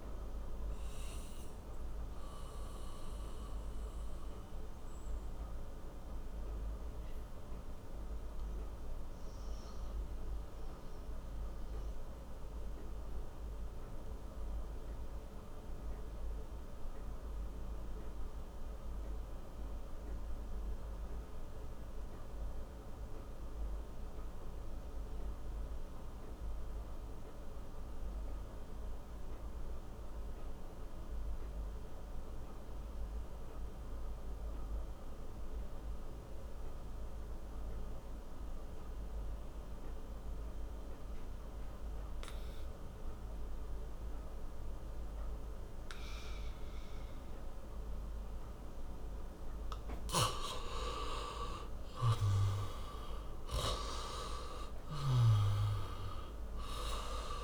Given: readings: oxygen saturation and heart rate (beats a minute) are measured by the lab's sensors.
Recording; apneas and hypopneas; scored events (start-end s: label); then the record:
breathing in sleep by a room microphone; 1
0.00-20.50 s: oxygen desaturation (device-marked, oxygen 85% lowest)
0.50-49.50 s: mixed apnea (oxygen 96% before, 83% lowest)
36.50-57.44 s: oxygen desaturation (device-marked, oxygen 98% before, 83% lowest)
52.00-57.00 s: arousal
From the record:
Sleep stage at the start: N2 (light sleep); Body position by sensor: on the back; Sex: male